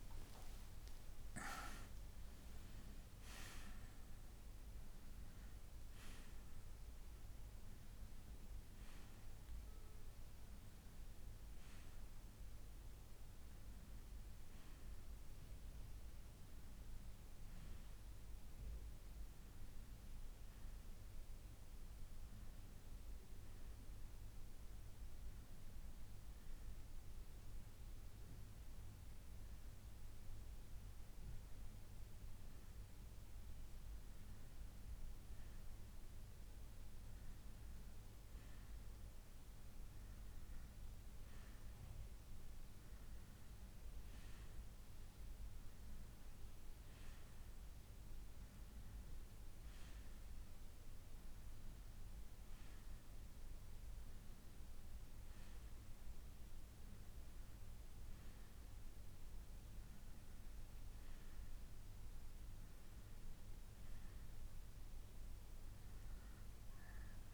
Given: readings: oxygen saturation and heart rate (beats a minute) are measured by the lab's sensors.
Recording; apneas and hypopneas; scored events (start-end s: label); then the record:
breathing in sleep, hard to hear, by a room microphone; none
16.00-21.00 s: bradycardia (device-marked, heart rate 70 before, 59 extreme)
From the record:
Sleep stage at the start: N2 (light sleep); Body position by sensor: on the right side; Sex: male